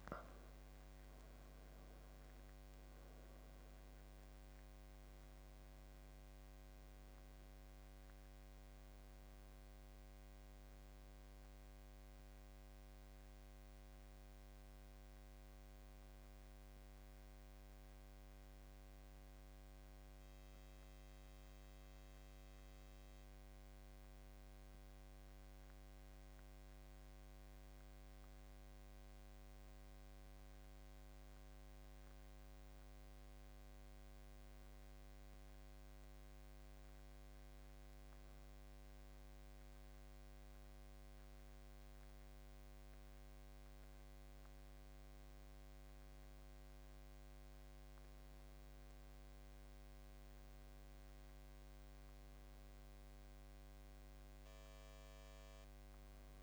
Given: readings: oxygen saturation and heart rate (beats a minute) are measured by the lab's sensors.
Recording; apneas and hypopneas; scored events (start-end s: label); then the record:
breathing in sleep, hard to hear, by a microphone on the trachea; 1
0.00-21.00 s: oxygen desaturation (device-marked, oxygen 88% lowest, heart rate 76 extreme)
26.00-30.00 s: arousal
35.00-45.00 s: hypopnea (oxygen 98% before, 92% lowest, heart rate 83 before, 76 extreme, up 7 after)
42.00-56.43 s: oxygen desaturation (device-marked, oxygen 97% before, 92% lowest, heart rate 84 before, 79 extreme)
47.00-51.50 s: arousal
From the record:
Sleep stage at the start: N2 (light sleep); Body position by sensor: on the back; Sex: male